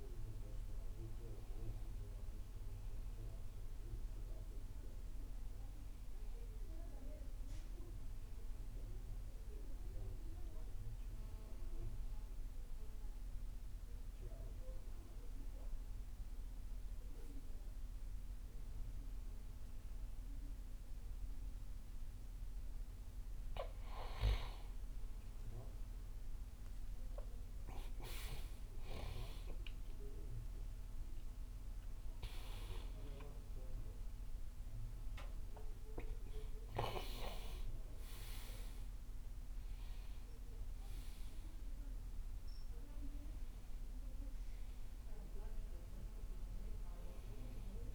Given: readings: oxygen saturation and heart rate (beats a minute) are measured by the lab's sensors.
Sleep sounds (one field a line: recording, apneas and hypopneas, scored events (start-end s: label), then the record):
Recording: breathing in sleep by a room microphone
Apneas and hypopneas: 1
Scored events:
3.50-7.00 s: arousal
9.00-23.00 s: central apnea (oxygen 99% before, 94% lowest, heart rate 83 before, 58 extreme, up 22 after)
25.50-30.50 s: arousal
30.50-47.95 s: oxygen desaturation (device-marked, oxygen 99% before, 94% lowest, heart rate 63 before, 57 extreme)
From the record:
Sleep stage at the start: N2 (light sleep)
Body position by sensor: on the right side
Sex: male